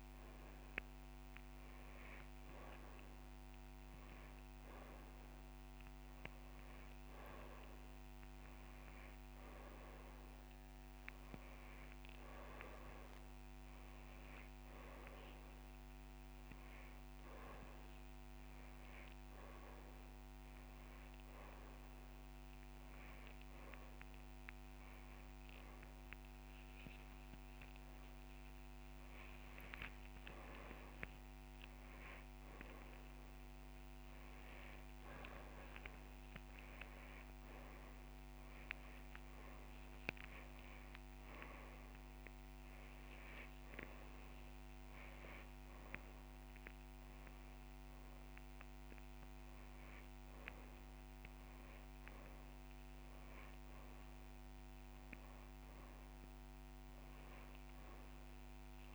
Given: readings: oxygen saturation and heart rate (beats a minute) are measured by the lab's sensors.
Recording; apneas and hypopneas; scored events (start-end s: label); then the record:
breathing in sleep by a microphone on the trachea; none
0.00-1.00 s: long interval between heartbeats (device-marked, heart rate 38 extreme)
2.50 s: drop in pulse transit time (device-marked)
12.00-14.00 s: long interval between heartbeats (device-marked, heart rate 32 before, 53 extreme)
24.00-26.00 s: long interval between heartbeats (device-marked, heart rate 45 before, 28 extreme)
26.50-28.50 s: long interval between heartbeats (device-marked, heart rate 44 before, 39 extreme)
27.50-33.50 s: drop in pulse transit time (device-marked, heart rate 44 before, 32 extreme)
34.50-36.50 s: long interval between heartbeats (device-marked, heart rate 40 before, 31 extreme)
40.00-42.00 s: long interval between heartbeats (device-marked, heart rate 32 before, 40 extreme)
42.50-44.50 s: long interval between heartbeats (device-marked, heart rate 32 before, 38 extreme)
44.50-46.50 s: long interval between heartbeats (device-marked, heart rate 34 before, 47 extreme)
49.50-58.95 s: drop in pulse transit time (device-marked, heart rate 36 before, 25 extreme)
54.50-56.50 s: long interval between heartbeats (device-marked, heart rate 36 before, 31 extreme)
56.50-58.50 s: long interval between heartbeats (device-marked, heart rate 36 before, 41 extreme)
From the record:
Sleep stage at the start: N2 (light sleep); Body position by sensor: on the back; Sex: male